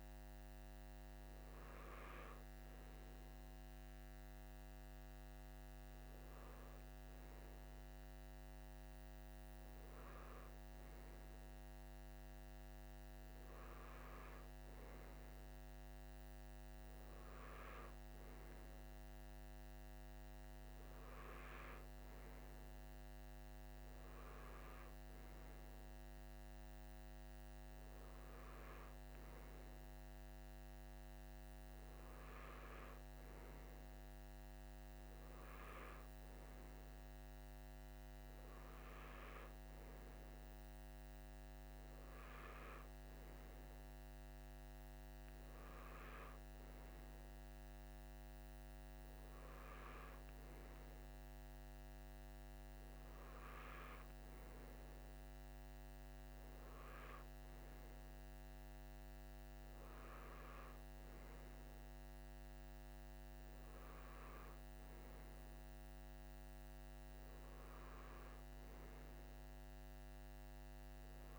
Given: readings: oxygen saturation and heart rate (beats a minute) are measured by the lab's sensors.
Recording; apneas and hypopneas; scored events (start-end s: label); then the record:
breathing in sleep, hard to hear, by a microphone on the trachea; none
none scored
From the record:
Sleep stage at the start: N2 (light sleep); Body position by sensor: on the right side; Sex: male